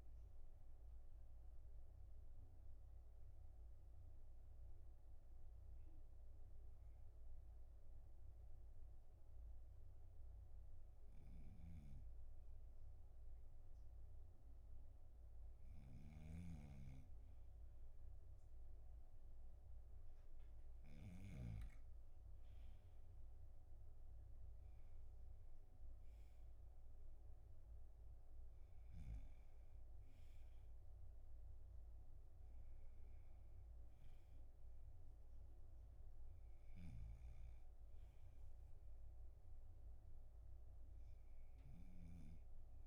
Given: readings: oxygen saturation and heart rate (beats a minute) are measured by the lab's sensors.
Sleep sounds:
breathing in sleep by a room microphone; 1
0.50-13.00 s: obstructive apnea (oxygen 98% before, 96% lowest, heart rate 48 before, 45 extreme, up 9 after)
16.50-21.50 s: snoring (device-marked)
17.50-21.00 s: arousal
From the record:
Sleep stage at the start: N2 (light sleep); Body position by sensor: on the back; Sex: male

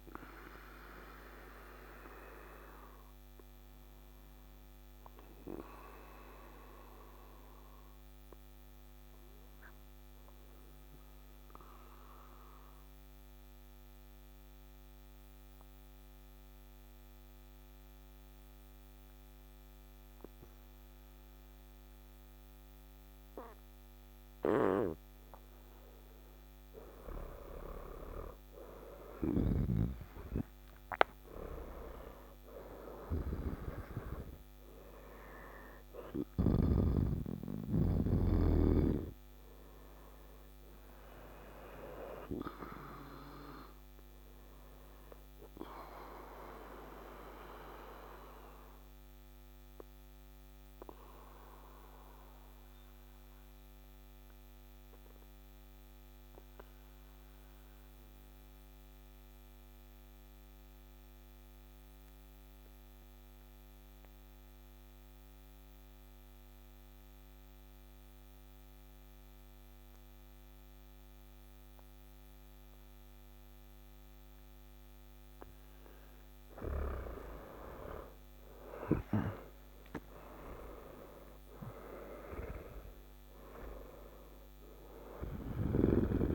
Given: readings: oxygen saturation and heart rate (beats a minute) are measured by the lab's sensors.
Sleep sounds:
breathing in sleep by a microphone on the trachea; 2
4.50-24.00 s: obstructive apnea (oxygen 98% before, 93% lowest, heart rate 62 before, 55 extreme, up 10 after)
25.00-53.00 s: oxygen desaturation (device-marked, oxygen 99% before, 93% lowest, heart rate 57 before, 52 extreme)
26.50-31.00 s: arousal
49.00-74.00 s: obstructive apnea (oxygen 98% before, 91% lowest, heart rate 63 before, 52 extreme, up 11 after)
71.00-86.35 s: oxygen desaturation (device-marked, oxygen 99% before, 91% lowest, heart rate 54 before, 55 extreme)
76.50-82.00 s: arousal
84.50-86.35 s: snoring (device-marked)
From the record:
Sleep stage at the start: N2 (light sleep); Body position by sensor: on the back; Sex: male

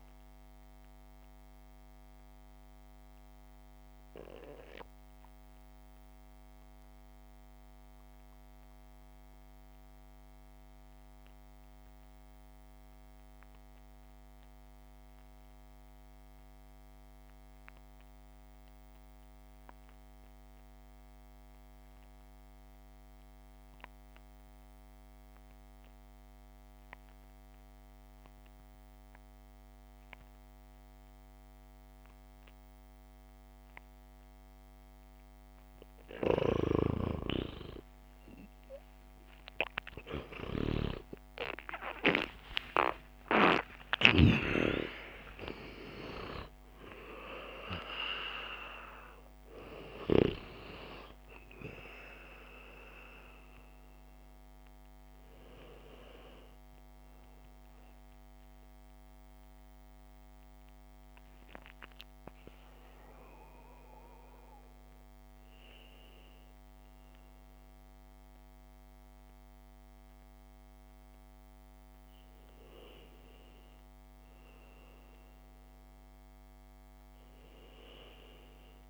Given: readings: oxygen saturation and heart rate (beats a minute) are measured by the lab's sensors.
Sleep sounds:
breathing in sleep by a microphone on the trachea; 1
0.50-36.00 s: obstructive apnea (oxygen 96% before, 90% lowest, heart rate 62 before, 45 extreme, up 25 after)
34.00-43.00 s: oxygen desaturation (device-marked, oxygen 98% before, 94% lowest, heart rate 64 before, 54 extreme)
36.50-44.50 s: snoring (device-marked)
37.00-78.90 s: new sleep stage, N1 (lightest sleep)
41.50-47.50 s: arousal
44.00-46.00 s: long interval between heartbeats (device-marked, heart rate 57 before, 81 extreme)
53.00-72.00 s: oxygen desaturation (device-marked, oxygen 98% before, 90% lowest, heart rate 69 before, 60 extreme)
From the record:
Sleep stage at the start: REM sleep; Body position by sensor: on the back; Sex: male

